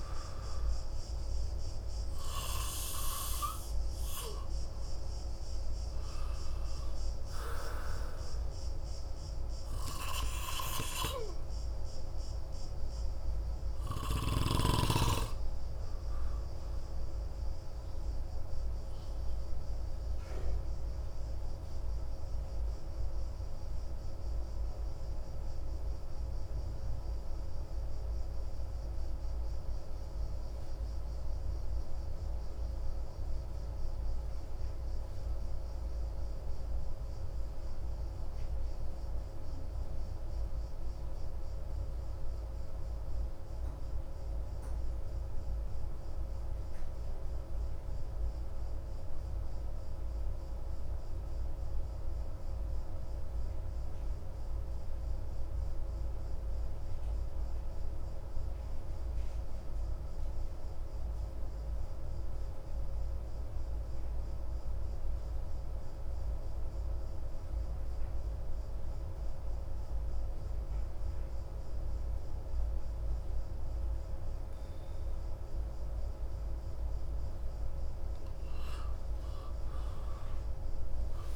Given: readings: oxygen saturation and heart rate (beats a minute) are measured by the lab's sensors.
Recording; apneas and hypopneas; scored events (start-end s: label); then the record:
breathing in sleep by a room microphone; 1
0.00-16.50 s: oxygen desaturation (device-marked, oxygen 91% lowest)
18.00-77.00 s: obstructive apnea (oxygen 94% before, 87% lowest)
22.50-35.50 s: oxygen desaturation (device-marked, oxygen 92% before, 87% lowest)
64.50-81.36 s: oxygen desaturation (device-marked, oxygen 97% before, 90% lowest)
79.50-81.36 s: arousal
From the record:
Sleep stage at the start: N2 (light sleep); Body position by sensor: on the back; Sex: male